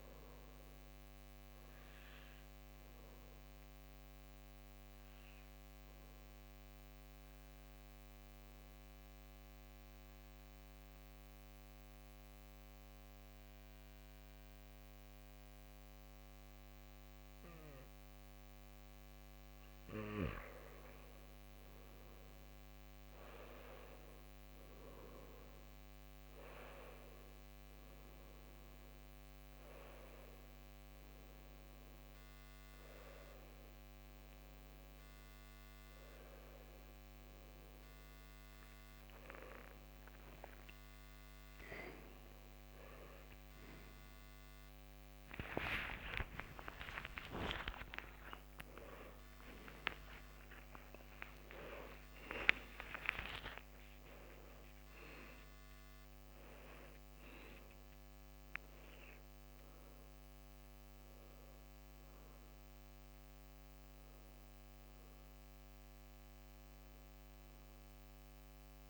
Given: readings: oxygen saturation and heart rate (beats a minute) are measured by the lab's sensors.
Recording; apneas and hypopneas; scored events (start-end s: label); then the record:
a person partly awake in a sleep study, by a microphone on the trachea; 1
5.00-20.00 s: obstructive apnea (oxygen 97% before, 93% lowest)
27.50-57.50 s: new sleep stage, awake
34.50-47.50 s: oxygen desaturation (device-marked, oxygen 97% before, 93% lowest)
57.50-68.90 s: new sleep stage, N2 (light sleep)
From the record:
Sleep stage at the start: N2 (light sleep); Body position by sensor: on the back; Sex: male